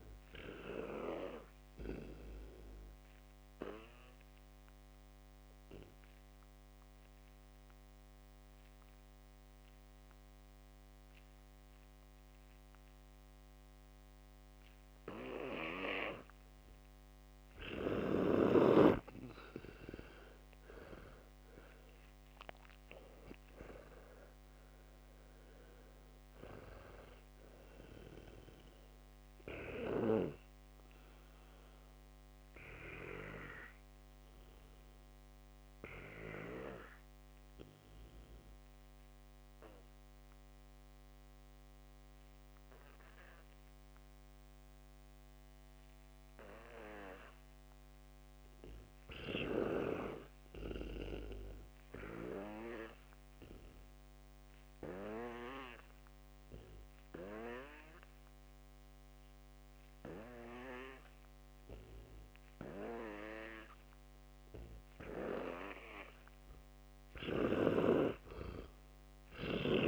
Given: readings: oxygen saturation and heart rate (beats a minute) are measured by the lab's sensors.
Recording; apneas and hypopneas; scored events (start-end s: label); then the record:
breathing in sleep by a microphone on the trachea; 2
3.50-19.00 s: obstructive apnea (oxygen 100% before, 85% lowest, heart rate 63 before, 59 extreme, up 25 after)
5.50-22.50 s: oxygen desaturation (device-marked, oxygen 100% before, 85% lowest, heart rate 63 before, 59 extreme)
21.00-25.00 s: arousal
27.50-52.50 s: oxygen desaturation (device-marked, oxygen 97% before, 87% lowest, heart rate 69 before, 57 extreme)
34.00-65.50 s: obstructive apnea (oxygen 98% before, 84% lowest, heart rate 71 before, 57 extreme, up 13 after)
64.50-69.88 s: oxygen desaturation (device-marked, oxygen 99% before, 89% lowest, heart rate 61 before, 63 extreme)
67.50-69.88 s: arousal
From the record:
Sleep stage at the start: N2 (light sleep); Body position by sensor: on the back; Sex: male